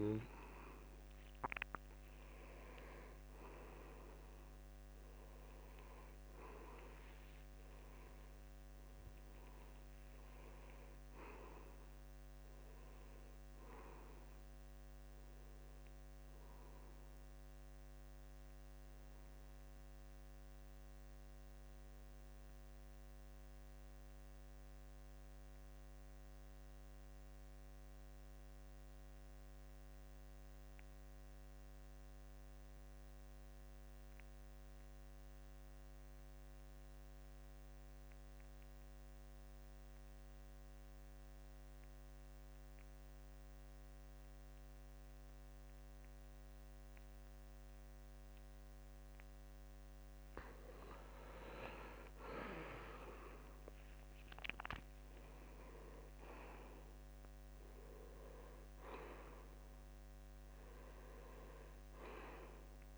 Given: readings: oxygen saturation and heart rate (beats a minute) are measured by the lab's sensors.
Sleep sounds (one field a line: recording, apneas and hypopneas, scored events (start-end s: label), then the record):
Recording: breathing in sleep by a microphone on the trachea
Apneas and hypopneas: 1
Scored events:
0.00-17.00 s: oxygen desaturation (device-marked, oxygen 82% lowest, heart rate 66 extreme)
19.50-49.50 s: obstructive apnea (oxygen 95% before, 79% lowest, heart rate 77 before, 66 extreme, up 8 after)
38.00-62.98 s: oxygen desaturation (device-marked, oxygen 94% before, 79% lowest, heart rate 68 before, 65 extreme)
52.00-55.50 s: arousal
From the record:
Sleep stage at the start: N2 (light sleep)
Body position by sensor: on the back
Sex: male